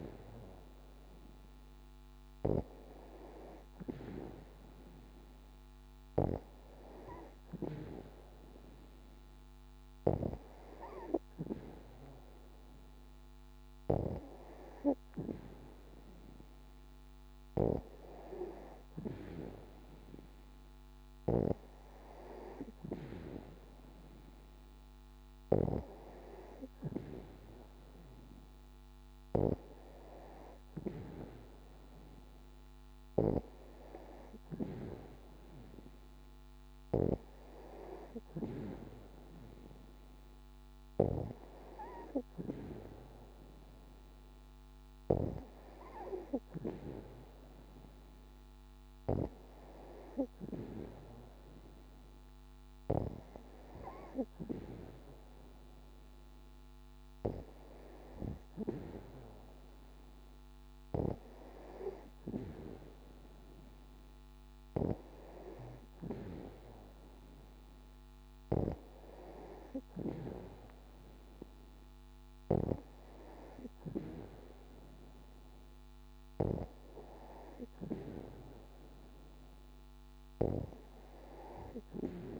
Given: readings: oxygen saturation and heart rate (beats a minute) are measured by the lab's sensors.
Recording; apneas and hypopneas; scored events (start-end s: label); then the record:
breathing in sleep by a microphone on the trachea; none
2.00-6.50 s: arousal
From the record:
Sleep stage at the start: N2 (light sleep); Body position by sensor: on the back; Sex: female